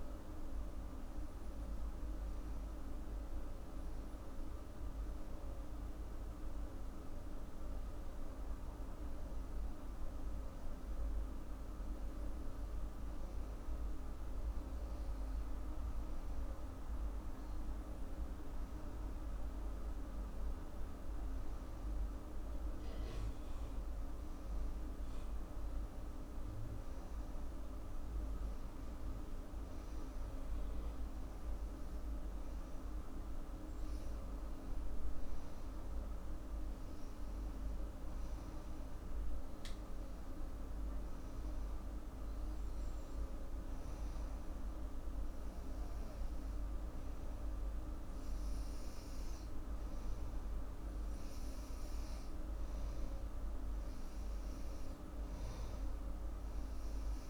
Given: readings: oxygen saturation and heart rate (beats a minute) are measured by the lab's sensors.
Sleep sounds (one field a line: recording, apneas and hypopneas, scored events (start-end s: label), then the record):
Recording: breathing in sleep, hard to hear, by a room microphone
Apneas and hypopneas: 1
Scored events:
40.50-51.00 s: hypopnea (oxygen 96% before, 94% lowest, heart rate 88 before, 87 extreme, up 1 after)
53.00-57.00 s: arousal
From the record:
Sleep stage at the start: N2 (light sleep)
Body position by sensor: on the back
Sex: female